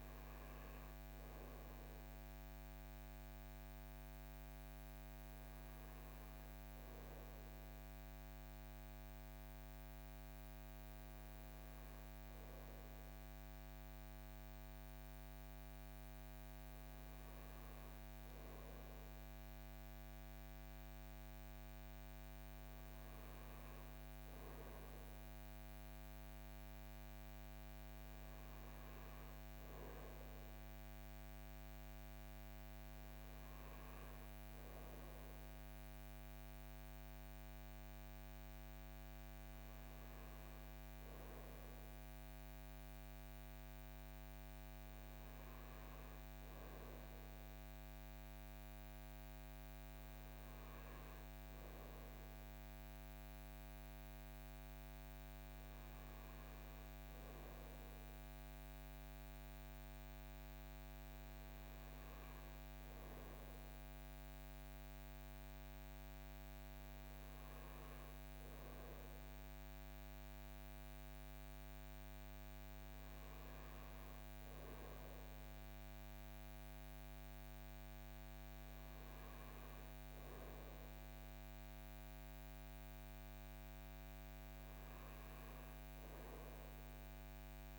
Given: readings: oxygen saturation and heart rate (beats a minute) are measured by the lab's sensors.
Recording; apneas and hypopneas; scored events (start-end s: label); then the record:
breathing in sleep, hard to hear, by a microphone on the trachea; none
none scored
From the record:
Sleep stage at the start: N2 (light sleep); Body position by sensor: on the front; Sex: male